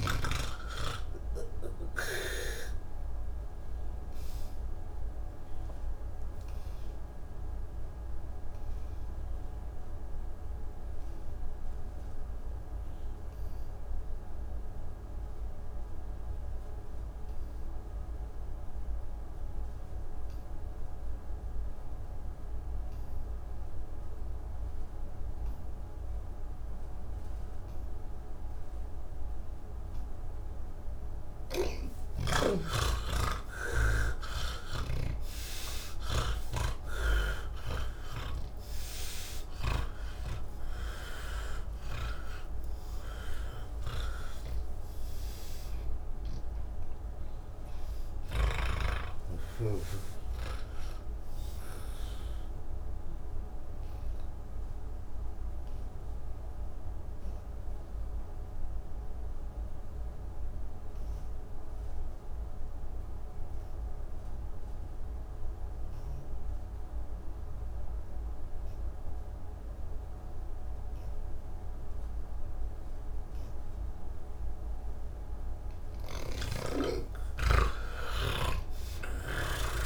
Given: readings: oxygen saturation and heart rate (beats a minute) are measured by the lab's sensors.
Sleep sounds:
breathing in sleep by a room microphone; 2
4.00-20.00 s: oxygen desaturation (device-marked, oxygen 92% before, 83% lowest, heart rate 157 before, 77 extreme)
4.50-31.50 s: obstructive apnea (oxygen 98% before, 78% lowest, heart rate 157 before, 77 extreme)
31.50-40.00 s: snoring (device-marked)
32.00-38.00 s: oxygen desaturation (device-marked, oxygen 98% before, 89% lowest, heart rate 155 before, 77 extreme)
40.00-61.00 s: oxygen desaturation (device-marked, oxygen 95% before, 78% lowest, heart rate 136 before, 106 extreme)
52.00-75.50 s: obstructive apnea (oxygen 98% before, 78% lowest, heart rate 126 before, 106 extreme, up 17 after)
72.00-79.86 s: new sleep stage, N1 (lightest sleep)
72.00-79.86 s: oxygen desaturation (device-marked, oxygen 99% before, 91% lowest, heart rate 140 before, 118 extreme)
76.00-79.50 s: snoring (device-marked)
From the record:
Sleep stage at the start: N3 (deep sleep); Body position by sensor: on the back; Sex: male

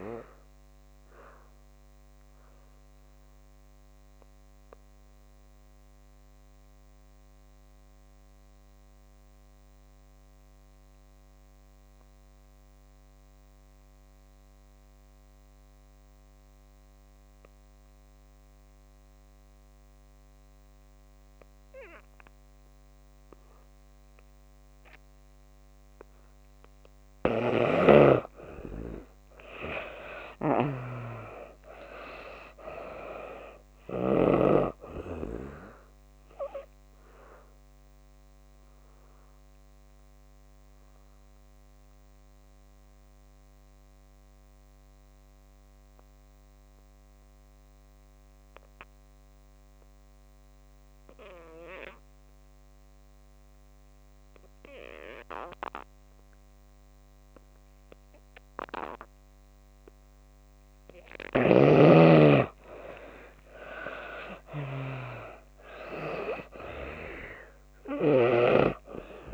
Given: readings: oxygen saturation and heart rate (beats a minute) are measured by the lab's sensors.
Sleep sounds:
breathing in sleep by a microphone on the trachea; 2
0.00-21.00 s: oxygen desaturation (device-marked, oxygen 74% lowest)
1.00-25.50 s: obstructive apnea (oxygen 95% before, 71% lowest)
26.00-56.00 s: oxygen desaturation (device-marked, oxygen 96% before, 71% lowest)
29.00-32.50 s: arousal
36.00-59.50 s: obstructive apnea (oxygen 96% before, 71% lowest)
58.00-69.34 s: oxygen desaturation (device-marked, oxygen 96% before, 71% lowest)
62.50-65.50 s: arousal
From the record:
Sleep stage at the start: N2 (light sleep); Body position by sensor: on the back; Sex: female

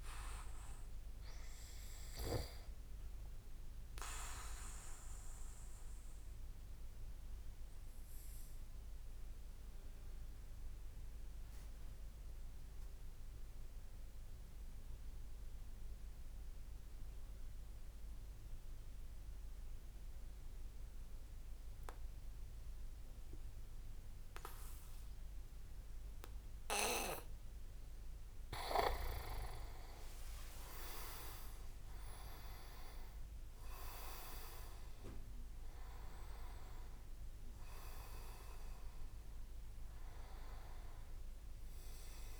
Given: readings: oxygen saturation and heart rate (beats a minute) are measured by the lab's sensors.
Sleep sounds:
breathing in sleep by a room microphone; 1
0.00-8.50 s: oxygen desaturation (device-marked, oxygen 93% lowest)
4.00-28.00 s: obstructive apnea (oxygen 97% before, 89% lowest)
23.50-42.40 s: oxygen desaturation (device-marked, oxygen 97% before, 89% lowest)
31.00-32.50 s: leg movement (device-marked)
32.00-36.50 s: arousal
From the record:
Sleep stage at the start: N2 (light sleep); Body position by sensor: on the back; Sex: male

